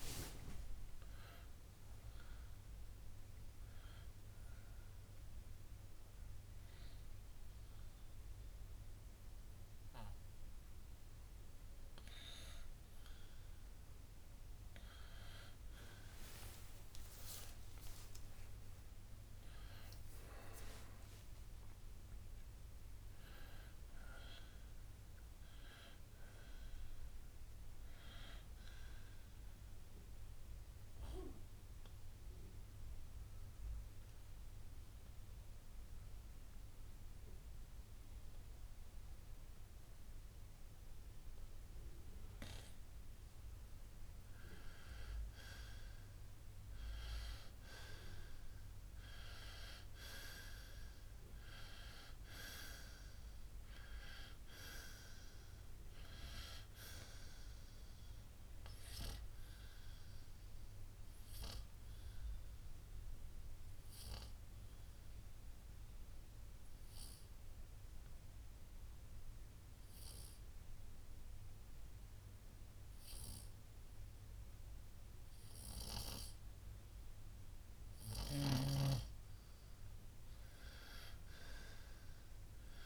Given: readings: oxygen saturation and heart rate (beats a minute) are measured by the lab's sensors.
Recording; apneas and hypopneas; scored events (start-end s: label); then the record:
breathing in sleep by a room microphone; 2
4.50-20.50 s: oxygen desaturation (device-marked, oxygen 95% before, 91% lowest, heart rate 70 before, 62 extreme)
18.00-22.50 s: arousal
29.50-42.50 s: obstructive apnea (oxygen 96% before, 90% lowest, heart rate 74 before, 61 extreme, up 5 after)
46.00-51.50 s: arousal
59.00-78.50 s: obstructive apnea (oxygen 95% before, 90% lowest, heart rate 66 before, 60 extreme, up 7 after)
63.50-82.50 s: oxygen desaturation (device-marked, oxygen 94% before, 90% lowest, heart rate 67 before, 58 extreme)
From the record:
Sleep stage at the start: N2 (light sleep); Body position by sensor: on the front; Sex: male